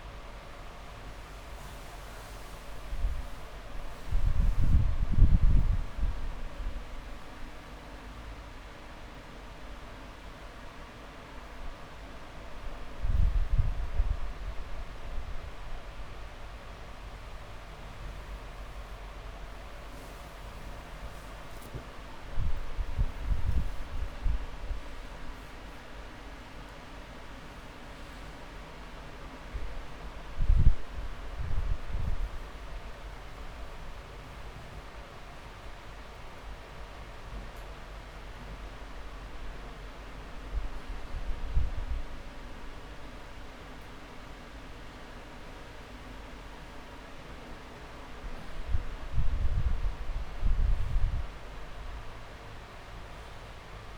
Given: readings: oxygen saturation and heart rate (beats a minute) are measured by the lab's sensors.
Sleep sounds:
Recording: breathing in sleep, hard to hear, by a room microphone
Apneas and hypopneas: none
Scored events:
18.00-20.00 s: long interval between heartbeats (device-marked)
19.50-34.50 s: drop in pulse transit time (device-marked)
24.00-26.00 s: long interval between heartbeats (device-marked)
29.50-31.50 s: long interval between heartbeats (device-marked)
39.50-41.50 s: long interval between heartbeats (device-marked)
45.50-53.98 s: drop in pulse transit time (device-marked)
46.00-48.00 s: long interval between heartbeats (device-marked)
46.50-49.50 s: tachycardia (device-marked)
50.00-52.00 s: long interval between heartbeats (device-marked, heart rate 32 before, 116 extreme)
From the record:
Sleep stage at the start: N2 (light sleep)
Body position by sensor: upright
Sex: male

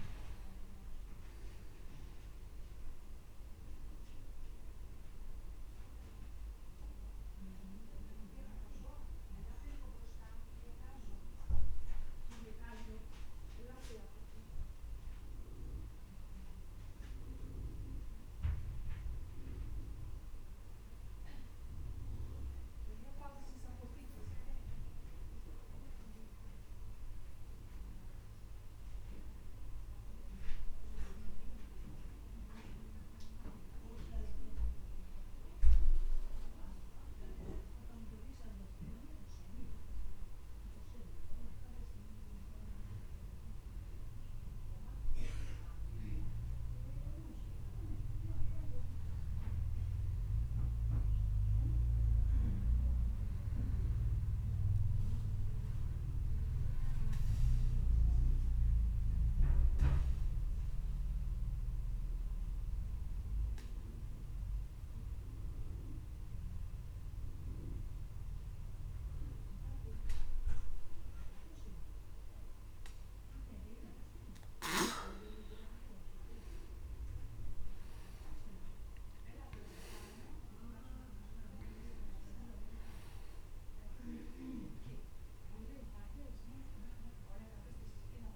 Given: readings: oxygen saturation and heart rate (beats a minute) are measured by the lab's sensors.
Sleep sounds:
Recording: breathing in sleep by a room microphone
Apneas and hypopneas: 1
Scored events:
0.00-21.00 s: oxygen desaturation (device-marked, oxygen 92% lowest, heart rate 29 extreme)
51.00-54.00 s: arousal
51.00-81.00 s: new sleep stage, N2 (light sleep)
57.50-74.00 s: obstructive apnea (oxygen 99% before, 91% lowest)
76.50-79.50 s: arousal
81.00-88.36 s: new sleep stage, N1 (lightest sleep)
82.00-88.36 s: oxygen desaturation (device-marked, oxygen 96% before, 91% lowest)
From the record:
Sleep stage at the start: N1 (lightest sleep)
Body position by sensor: on the back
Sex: male

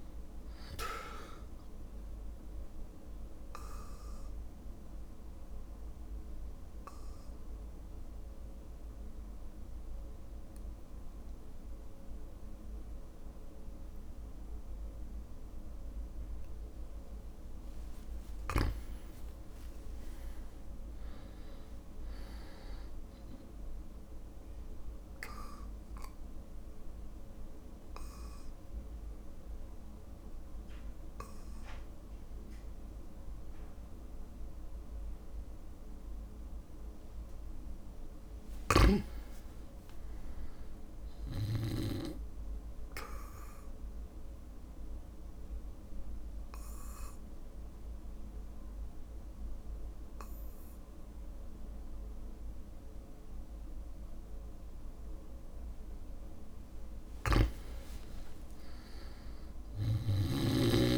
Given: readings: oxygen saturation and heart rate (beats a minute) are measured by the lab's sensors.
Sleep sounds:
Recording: breathing in sleep by a room microphone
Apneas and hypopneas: 3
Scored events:
3.00-18.00 s: obstructive apnea (oxygen 99% before, 96% lowest, heart rate 58 before, 54 extreme, up 26 after)
19.50-22.50 s: arousal
20.00-22.00 s: long interval between heartbeats (device-marked, heart rate 59 before, 77 extreme)
24.50-37.00 s: obstructive apnea (oxygen 99% before, 96% lowest, heart rate 62 before, 55 extreme, up 5 after)
38.50-41.50 s: arousal
38.50-42.00 s: snoring (device-marked)
43.50-55.00 s: obstructive apnea (oxygen 99% before, 96% lowest, heart rate 61 before, 56 extreme, up 6 after)
57.00-60.50 s: snoring (device-marked)
57.50-60.98 s: arousal
From the record:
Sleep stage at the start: REM sleep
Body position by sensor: on the back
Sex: male

